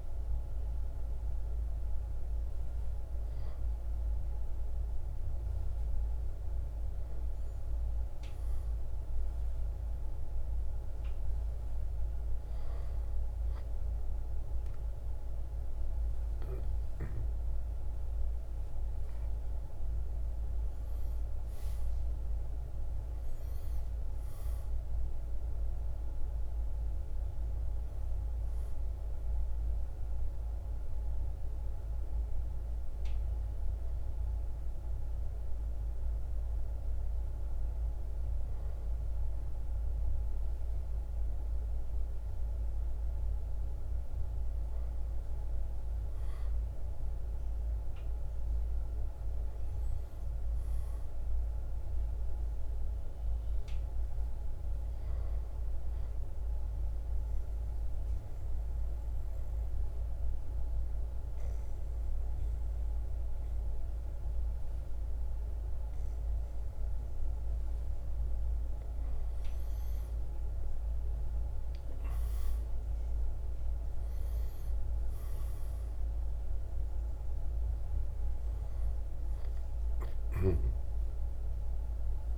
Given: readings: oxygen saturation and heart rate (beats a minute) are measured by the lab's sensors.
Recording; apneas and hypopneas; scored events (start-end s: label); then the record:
breathing in sleep, hard to hear, by a room microphone; 1
18.00-21.50 s: arousal
56.00-67.50 s: obstructive apnea (oxygen 96% before, 91% lowest, heart rate 62 before, 59 extreme, up 5 after)
71.00-76.50 s: arousal
73.50-82.38 s: drop in pulse transit time (device-marked, heart rate 60 before, 63 extreme)
79.50-82.38 s: oxygen desaturation (device-marked, oxygen 95% before, 91% lowest, heart rate 61 before, 57 extreme)
From the record:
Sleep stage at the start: N1 (lightest sleep); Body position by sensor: on the right side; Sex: male